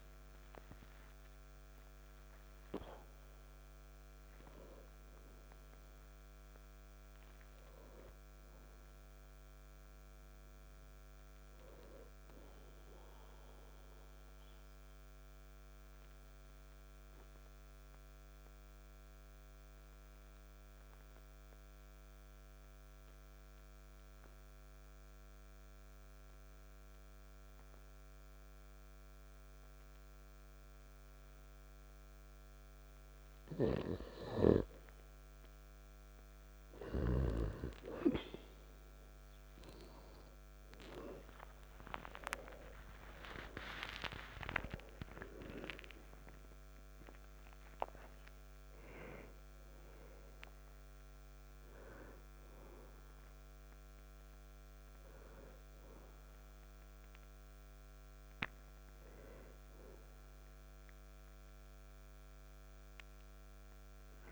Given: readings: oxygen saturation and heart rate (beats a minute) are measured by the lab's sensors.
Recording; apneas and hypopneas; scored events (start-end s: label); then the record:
breathing in sleep by a microphone on the trachea; 1
0.00-5.50 s: arousal
15.50-30.50 s: oxygen desaturation (device-marked, oxygen 97% before, 91% lowest, heart rate 64 before, 50 extreme)
16.00-33.00 s: obstructive apnea (oxygen 98% before, 90% lowest, heart rate 64 before, 50 extreme, up 0 after)
20.50-64.31 s: new sleep stage, N2 (light sleep)
41.00-45.50 s: arousal
42.50-59.50 s: oxygen desaturation (device-marked, oxygen 99% before, 93% lowest, heart rate 53 before, 52 extreme)
61.50-64.31 s: oxygen desaturation (device-marked, oxygen 95% before, 90% lowest, heart rate 58 before, 51 extreme)
From the record:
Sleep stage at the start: N1 (lightest sleep); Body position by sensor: on the back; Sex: male